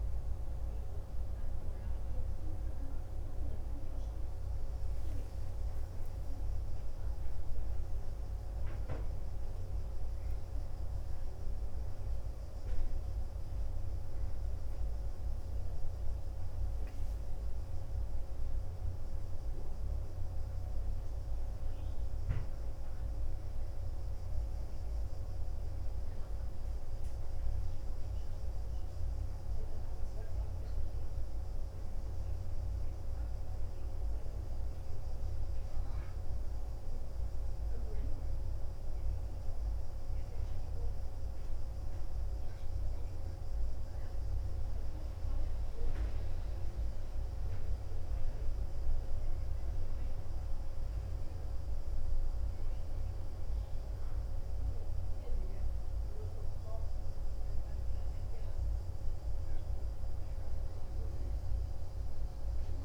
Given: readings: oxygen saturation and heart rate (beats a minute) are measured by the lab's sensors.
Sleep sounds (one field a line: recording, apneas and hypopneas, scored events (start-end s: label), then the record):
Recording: breathing in sleep, hard to hear, by a room microphone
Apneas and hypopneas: none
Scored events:
0.00-2.00 s: arousal
From the record:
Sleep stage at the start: N2 (light sleep)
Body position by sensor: on the back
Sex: male